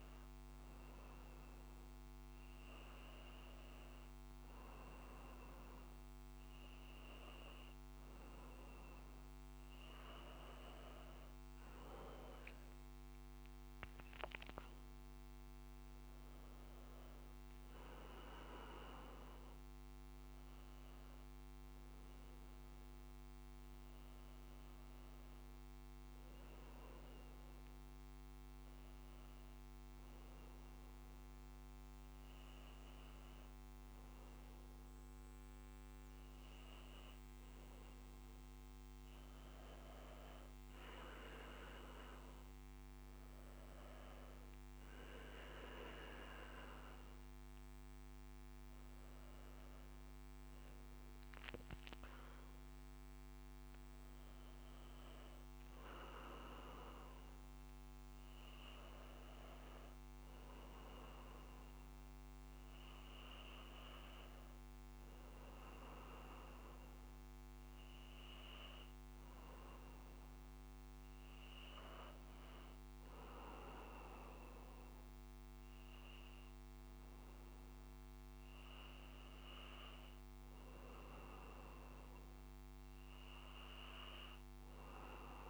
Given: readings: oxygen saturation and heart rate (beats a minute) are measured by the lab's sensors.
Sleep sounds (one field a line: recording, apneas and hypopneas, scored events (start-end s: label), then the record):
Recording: breathing in sleep by a microphone on the trachea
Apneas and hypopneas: none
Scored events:
37.50-43.00 s: arousal
85.00-85.49 s: new sleep stage, N2 (light sleep)
From the record:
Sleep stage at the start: N1 (lightest sleep)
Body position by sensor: on the back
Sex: male